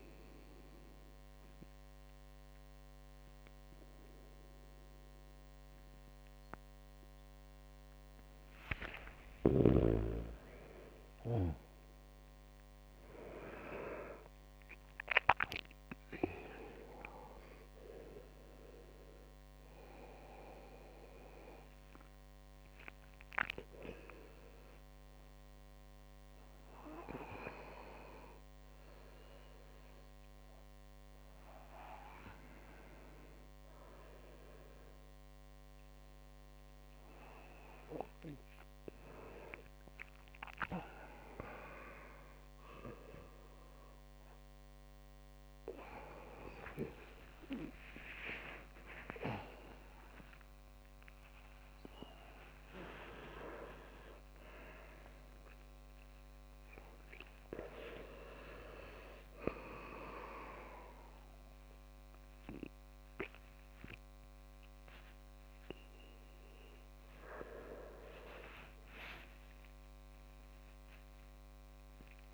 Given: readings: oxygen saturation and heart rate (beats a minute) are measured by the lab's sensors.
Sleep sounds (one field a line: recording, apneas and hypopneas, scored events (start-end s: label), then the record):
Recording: a person awake in a sleep study, by a microphone on the trachea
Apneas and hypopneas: none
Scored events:
18.00-72.34 s: new sleep stage, awake
From the record:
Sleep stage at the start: N2 (light sleep)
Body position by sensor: on the right side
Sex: male